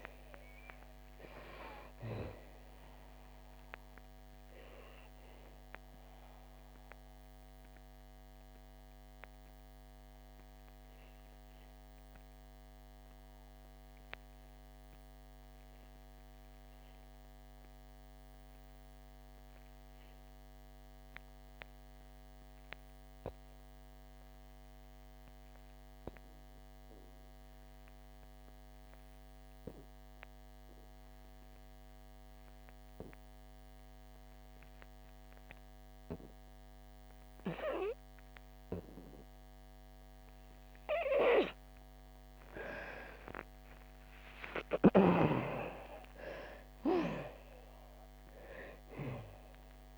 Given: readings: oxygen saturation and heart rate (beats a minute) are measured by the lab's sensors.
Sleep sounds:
breathing in sleep by a microphone on the trachea; 1
0.00-24.50 s: oxygen desaturation (device-marked, oxygen 66% lowest, heart rate 56 extreme)
4.00-40.50 s: mixed apnea (oxygen 96% before, 66% lowest, heart rate 65 before, 61 extreme, up 45 after)
29.50-49.98 s: new sleep stage, REM sleep
31.50-49.98 s: oxygen desaturation (device-marked, oxygen 98% before, 67% lowest, heart rate 66 before, 53 extreme)
43.00-48.50 s: arousal
From the record:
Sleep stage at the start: N2 (light sleep); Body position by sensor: on the back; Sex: female

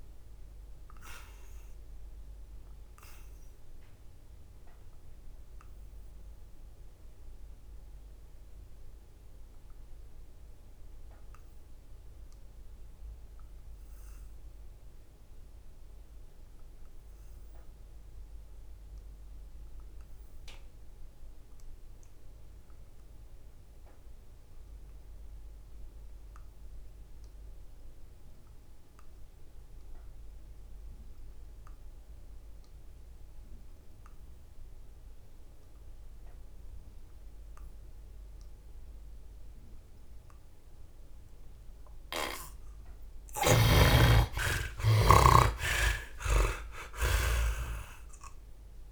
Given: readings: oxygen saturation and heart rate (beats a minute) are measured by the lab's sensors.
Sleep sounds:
breathing in sleep by a room microphone; 1
0.00-4.00 s: oxygen desaturation (device-marked, oxygen 57% lowest, heart rate 65 extreme)
2.50-41.50 s: obstructive apnea (oxygen 82% before, 48% lowest, heart rate 81 before, 65 extreme, up 25 after)
6.00-14.00 s: oxygen desaturation (device-marked, oxygen 61% before, 50% lowest, heart rate 84 before, 65 extreme)
25.00-48.92 s: oxygen desaturation (device-marked, oxygen 87% before, 48% lowest, heart rate 69 before, 69 extreme)
43.50-47.00 s: arousal
From the record:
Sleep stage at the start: N2 (light sleep); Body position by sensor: on the back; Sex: male

